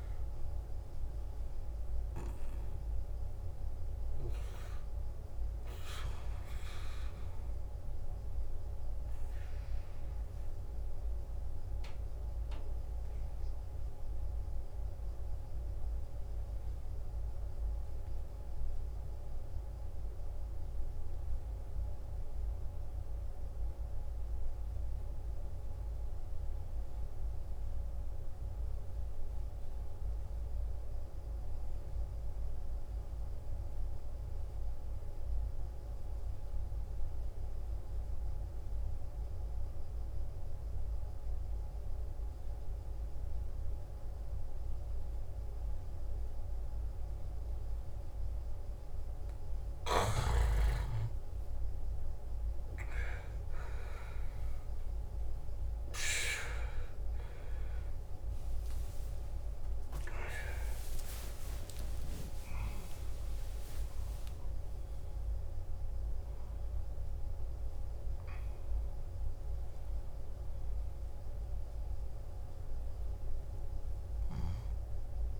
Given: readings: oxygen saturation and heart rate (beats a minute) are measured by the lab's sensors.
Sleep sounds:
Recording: breathing in sleep by a room microphone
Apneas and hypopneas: 1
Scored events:
0.00-21.00 s: oxygen desaturation (device-marked, oxygen 88% lowest, heart rate 52 extreme)
11.00-48.00 s: central apnea (oxygen 96% before, 87% lowest, heart rate 65 before, 52 extreme, up 13 after)
39.00-75.40 s: oxygen desaturation (device-marked, oxygen 98% before, 87% lowest, heart rate 53 before, 55 extreme)
61.00-65.50 s: arousal
61.50-63.50 s: long interval between heartbeats (device-marked, heart rate 61 before, 80 extreme)
From the record:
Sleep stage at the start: N2 (light sleep)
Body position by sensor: on the back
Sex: male

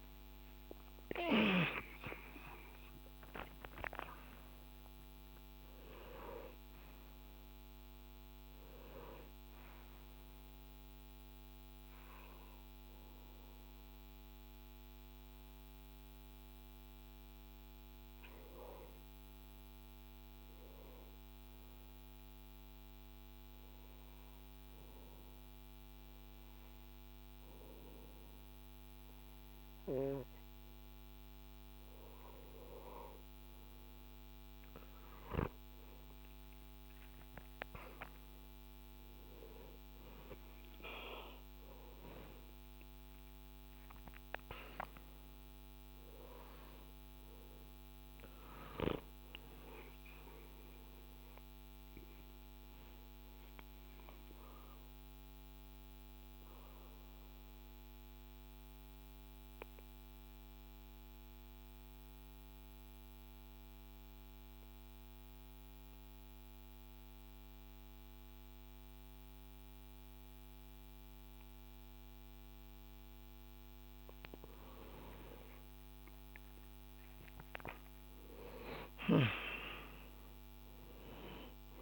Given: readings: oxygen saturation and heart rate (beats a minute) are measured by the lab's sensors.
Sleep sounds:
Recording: breathing in sleep by a microphone on the trachea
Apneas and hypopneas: 2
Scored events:
20.50-32.00 s: obstructive apnea (oxygen 97% before, 92% lowest, heart rate 76 before, 63 extreme, up 9 after)
30.50-81.82 s: new sleep stage, N2 (light sleep)
36.50-41.50 s: arousal
37.50-54.50 s: oxygen desaturation (device-marked, oxygen 97% before, 93% lowest, heart rate 68 before, 55 extreme)
51.50-72.50 s: mixed apnea (oxygen 97% before, 92% lowest, heart rate 75 before, 55 extreme, up 19 after)
76.00-81.00 s: arousal
79.50-81.82 s: oxygen desaturation (device-marked, oxygen 97% before, 92% lowest, heart rate 64 before, 58 extreme)
From the record:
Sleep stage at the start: N1 (lightest sleep)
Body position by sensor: on the back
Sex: male

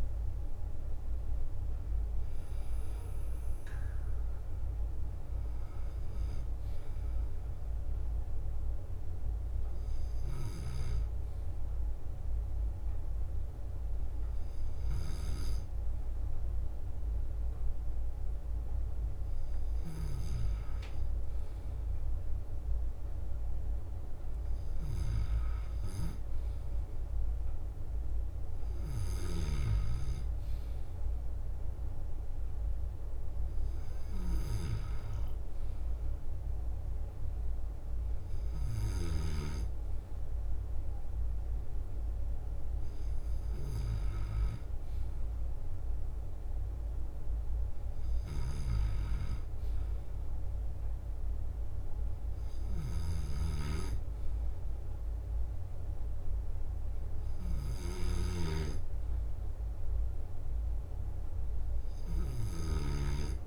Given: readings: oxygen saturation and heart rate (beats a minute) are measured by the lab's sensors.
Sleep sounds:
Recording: breathing in sleep by a room microphone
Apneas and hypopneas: none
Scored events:
0.00-3.50 s: leg movement (device-marked)
4.50-6.00 s: leg movement (device-marked)
5.00-34.00 s: bradycardia (device-marked, heart rate 64 before, 56 extreme)
20.00-37.00 s: drop in pulse transit time (device-marked, heart rate 60 before, 56 extreme)
38.00-63.47 s: bradycardia (device-marked, heart rate 62 before, 57 extreme)
51.00-61.00 s: drop in pulse transit time (device-marked, heart rate 59 before, 57 extreme)
53.50-54.50 s: leg movement (device-marked)
From the record:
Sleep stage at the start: N2 (light sleep)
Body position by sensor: on the left side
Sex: male

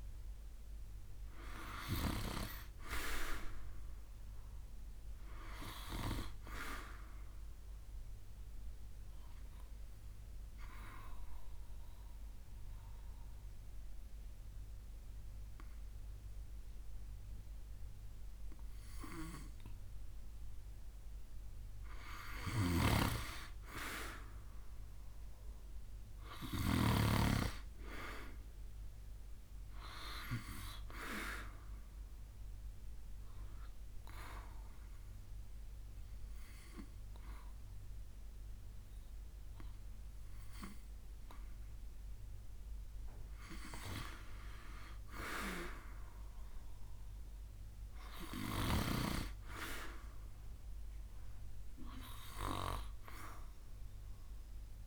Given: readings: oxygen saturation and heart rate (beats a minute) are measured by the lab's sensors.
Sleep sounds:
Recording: breathing in sleep by a room microphone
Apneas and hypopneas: 2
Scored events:
0.00-3.50 s: arousal
5.50-13.50 s: oxygen desaturation (device-marked, oxygen 95% before, 91% lowest, heart rate 70 before, 67 extreme)
10.50-22.00 s: obstructive apnea (oxygen 95% before, 89% lowest, heart rate 71 before, 67 extreme, up 2 after)
22.00-27.00 s: snoring (device-marked)
24.50-28.00 s: arousal
24.50-46.50 s: oxygen desaturation (device-marked, oxygen 92% before, 89% lowest, heart rate 71 before, 66 extreme)
32.50-42.50 s: obstructive apnea (oxygen 94% before, 89% lowest, heart rate 71 before, 66 extreme, up 9 after)
45.50-48.00 s: arousal
48.50-54.87 s: oxygen desaturation (device-marked, oxygen 95% before, 89% lowest, heart rate 71 before, 65 extreme)
From the record:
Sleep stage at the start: N2 (light sleep)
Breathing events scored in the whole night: 277 in 3.8 hours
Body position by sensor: on the back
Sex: male

